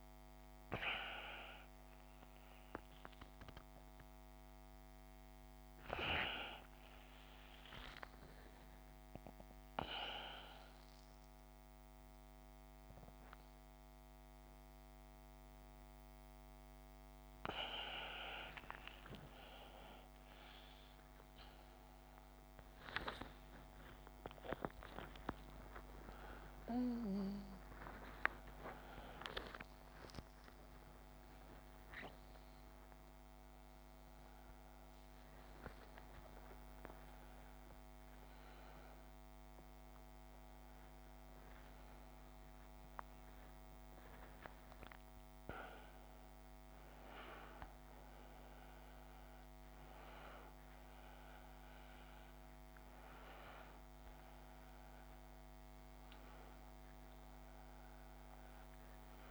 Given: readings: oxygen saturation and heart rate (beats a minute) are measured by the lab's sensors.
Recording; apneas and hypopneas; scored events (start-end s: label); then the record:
a person awake in a sleep study, by a microphone on the trachea; none
none scored
From the record:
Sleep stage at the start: awake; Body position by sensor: upright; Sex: female